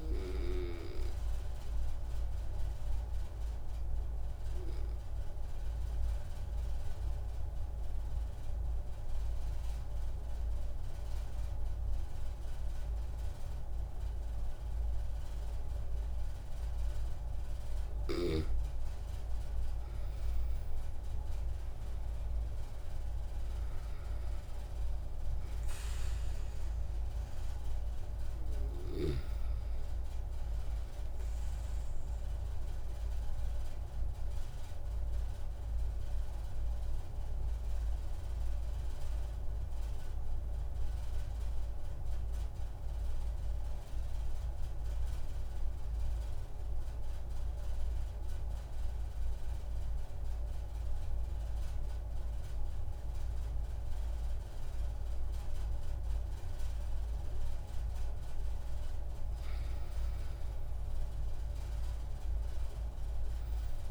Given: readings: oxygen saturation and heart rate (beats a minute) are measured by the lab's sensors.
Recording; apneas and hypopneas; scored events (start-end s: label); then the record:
breathing in sleep, hard to hear, by a room microphone; 2
5.00-18.00 s: obstructive apnea (oxygen 98% before, 92% lowest)
20.00-23.00 s: arousal
33.50-58.00 s: obstructive apnea (oxygen 97% before, 92% lowest)
56.50-63.91 s: oxygen desaturation (device-marked, oxygen 97% before, 92% lowest)
59.00-63.00 s: arousal
From the record:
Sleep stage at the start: N2 (light sleep); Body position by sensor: on the back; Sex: male